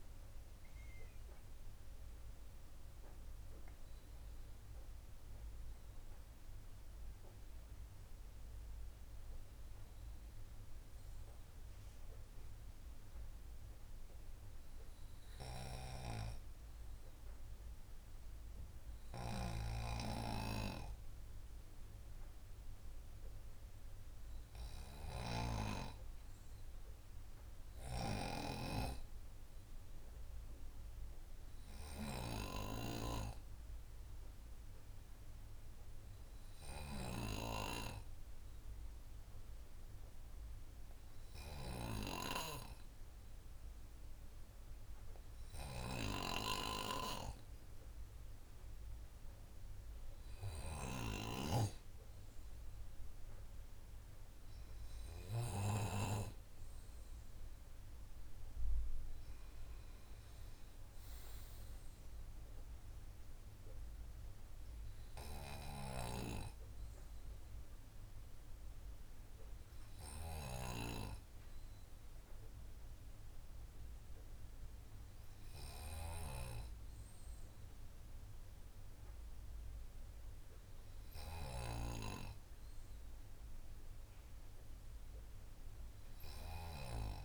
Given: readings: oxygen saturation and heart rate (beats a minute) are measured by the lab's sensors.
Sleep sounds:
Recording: breathing in sleep by a room microphone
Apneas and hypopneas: none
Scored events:
none scored
From the record:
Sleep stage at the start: N2 (light sleep)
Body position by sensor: on the right side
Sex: male

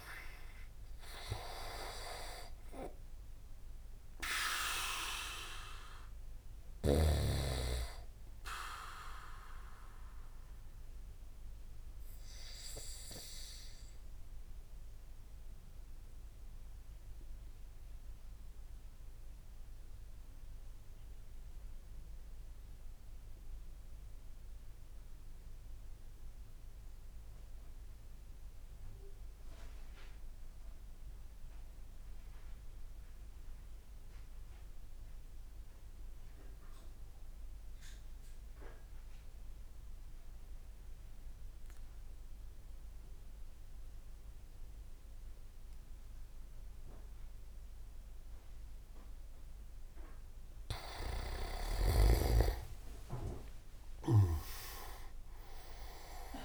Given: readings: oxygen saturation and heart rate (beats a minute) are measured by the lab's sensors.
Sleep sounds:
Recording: breathing in sleep by a room microphone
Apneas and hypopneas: 1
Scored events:
0.00-7.50 s: oxygen desaturation (device-marked, oxygen 91% lowest)
0.00-16.50 s: tachycardia (device-marked)
13.00-49.00 s: mixed apnea (oxygen 97% before, 94% lowest)
42.50-56.45 s: oxygen desaturation (device-marked, oxygen 99% before, 94% lowest)
51.00-54.00 s: leg movement (device-marked)
51.00-56.00 s: arousal
53.50-56.45 s: snoring (device-marked)
From the record:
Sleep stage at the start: N2 (light sleep)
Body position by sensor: on the back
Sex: male

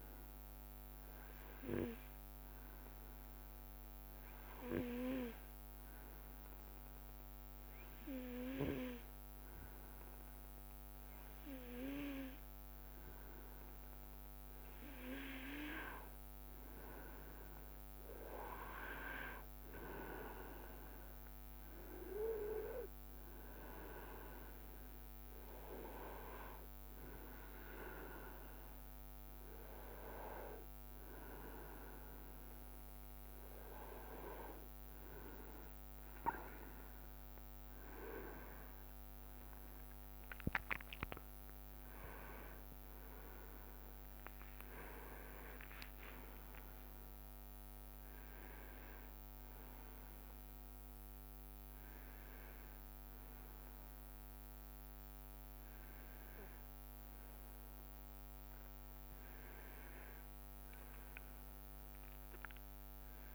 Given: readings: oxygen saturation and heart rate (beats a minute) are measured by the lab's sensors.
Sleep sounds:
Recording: a person partly awake in a sleep study, by a microphone on the trachea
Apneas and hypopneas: 1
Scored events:
0.50-14.50 s: obstructive apnea (oxygen 97% before, 94% lowest, heart rate 71 before, 70 extreme, up 3 after)
16.00-20.50 s: arousal
40.00-63.35 s: new sleep stage, awake
44.00-51.00 s: leg movement (device-marked)
From the record:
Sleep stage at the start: N2 (light sleep)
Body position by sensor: on the right side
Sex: male

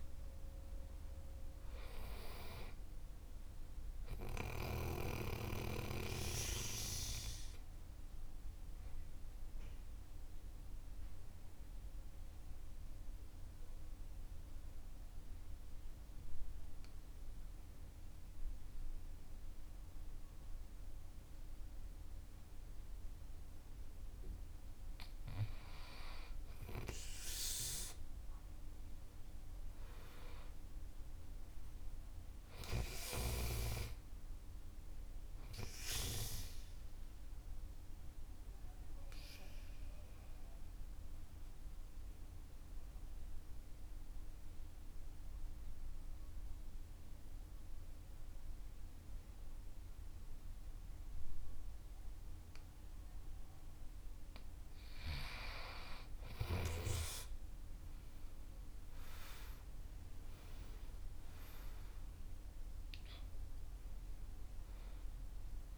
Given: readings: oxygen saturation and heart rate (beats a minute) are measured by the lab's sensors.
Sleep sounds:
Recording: breathing in sleep by a room microphone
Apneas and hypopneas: 2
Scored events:
0.00-2.50 s: arousal
10.00-24.00 s: central apnea (oxygen 97% before, 93% lowest, heart rate 57 before, 47 extreme, up 16 after)
27.00-33.00 s: oxygen desaturation (device-marked, oxygen 97% before, 93% lowest, heart rate 49 before, 48 extreme)
27.50-31.50 s: arousal
39.50-53.50 s: mixed apnea (oxygen 97% before, 93% lowest, heart rate 54 before, 48 extreme, up 20 after)
51.00-61.00 s: oxygen desaturation (device-marked, oxygen 96% before, 93% lowest, heart rate 52 before, 48 extreme)
57.00-61.50 s: arousal
From the record:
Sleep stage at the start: N2 (light sleep)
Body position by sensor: on the back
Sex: male

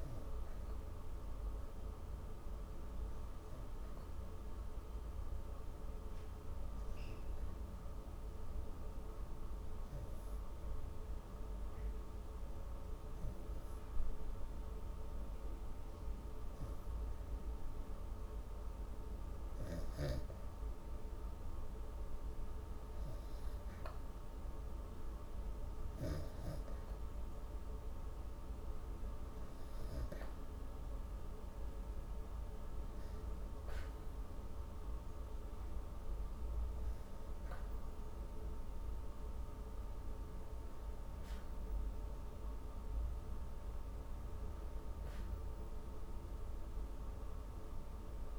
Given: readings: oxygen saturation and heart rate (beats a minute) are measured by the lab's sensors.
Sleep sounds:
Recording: breathing in sleep, hard to hear, by a room microphone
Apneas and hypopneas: 1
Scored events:
4.00-18.50 s: hypopnea (oxygen 96% before, 96% lowest, heart rate 175 before, 138 extreme, up 24 after)
21.00-24.00 s: arousal
From the record:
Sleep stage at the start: N2 (light sleep)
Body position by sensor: on the back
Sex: female

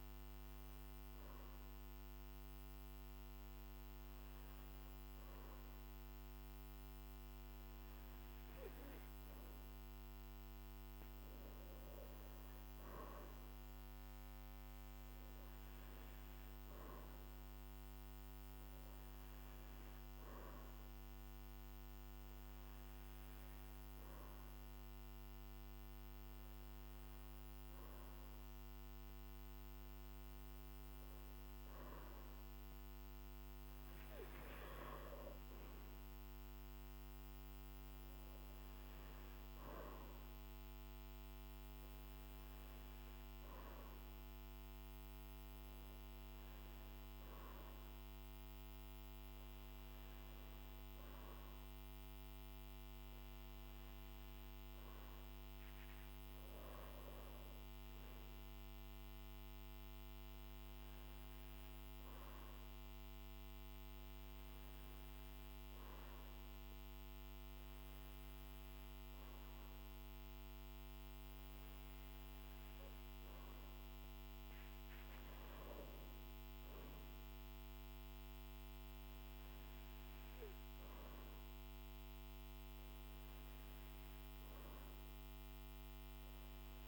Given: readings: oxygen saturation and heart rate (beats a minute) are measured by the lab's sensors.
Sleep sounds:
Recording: breathing in sleep, hard to hear, by a microphone on the trachea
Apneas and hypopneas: none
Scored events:
none scored
From the record:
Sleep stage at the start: N2 (light sleep)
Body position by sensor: on the back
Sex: male

